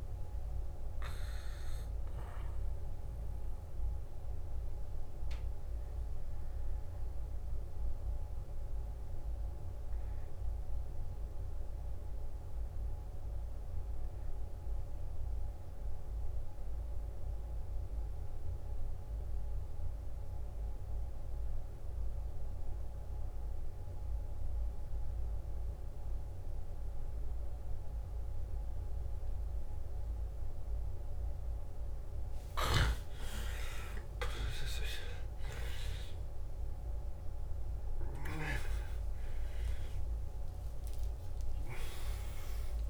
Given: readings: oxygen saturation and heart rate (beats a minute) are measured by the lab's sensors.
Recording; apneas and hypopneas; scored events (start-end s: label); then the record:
breathing in sleep by a room microphone; 1
0.00-1.50 s: oxygen desaturation (device-marked, oxygen 88% lowest, heart rate 53 extreme)
5.50-32.50 s: hypopnea (oxygen 97% before, 88% lowest, heart rate 57 before, 54 extreme, up 16 after)
20.50-42.90 s: oxygen desaturation (device-marked, oxygen 98% before, 90% lowest, heart rate 55 before, 53 extreme)
27.50-42.90 s: new sleep stage, N1 (lightest sleep)
33.50-38.50 s: arousal
From the record:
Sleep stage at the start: N2 (light sleep); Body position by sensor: on the back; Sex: male